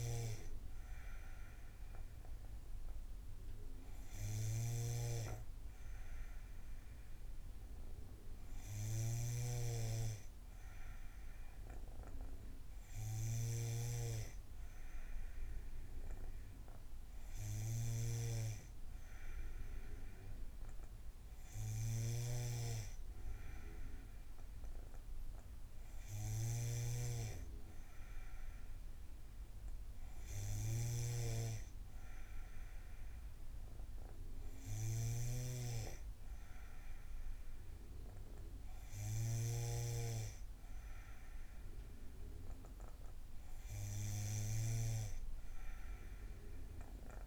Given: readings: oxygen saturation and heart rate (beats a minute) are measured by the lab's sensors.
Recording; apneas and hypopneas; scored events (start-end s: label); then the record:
breathing in sleep by a room microphone; none
0.00-39.50 s: snoring (device-marked)
From the record:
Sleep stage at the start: N2 (light sleep); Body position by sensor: on the back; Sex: female